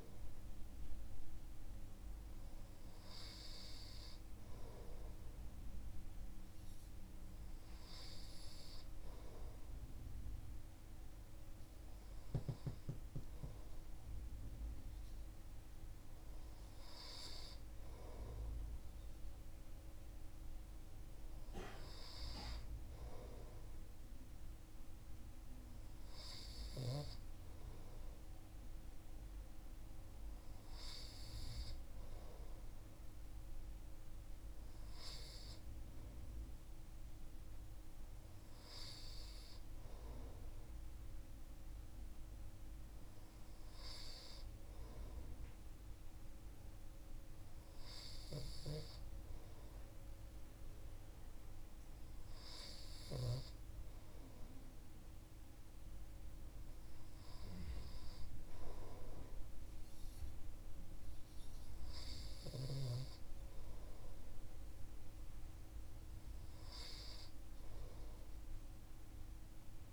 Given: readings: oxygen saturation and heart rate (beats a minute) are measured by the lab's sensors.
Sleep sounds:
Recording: breathing in sleep by a room microphone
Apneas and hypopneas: none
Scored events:
none scored
From the record:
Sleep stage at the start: N2 (light sleep)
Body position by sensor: on the right side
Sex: male

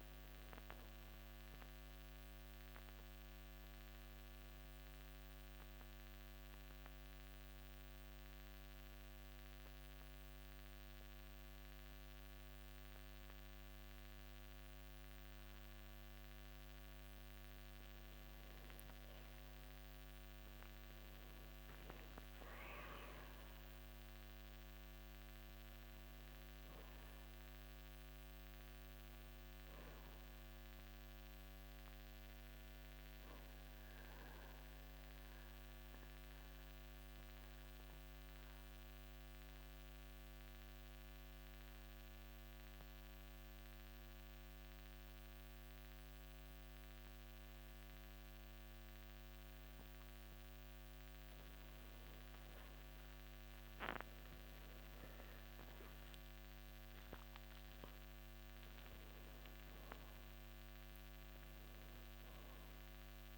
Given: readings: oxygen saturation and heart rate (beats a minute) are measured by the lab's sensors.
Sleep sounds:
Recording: breathing in sleep, hard to hear, by a microphone on the trachea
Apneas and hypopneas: 2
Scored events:
5.50-18.00 s: central apnea (oxygen 96% before, 90% lowest, heart rate 56 before, 54 extreme, up 16 after)
20.50-24.00 s: arousal
24.00-46.00 s: oxygen desaturation (device-marked, oxygen 96% before, 91% lowest, heart rate 59 before, 54 extreme)
34.00-51.00 s: mixed apnea (oxygen 96% before, 90% lowest, heart rate 60 before, 54 extreme, up 3 after)
53.00-57.00 s: arousal
58.00-63.38 s: oxygen desaturation (device-marked, oxygen 97% before, 90% lowest, heart rate 56 before, 55 extreme)
From the record:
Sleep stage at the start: N2 (light sleep)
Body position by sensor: on the back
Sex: male

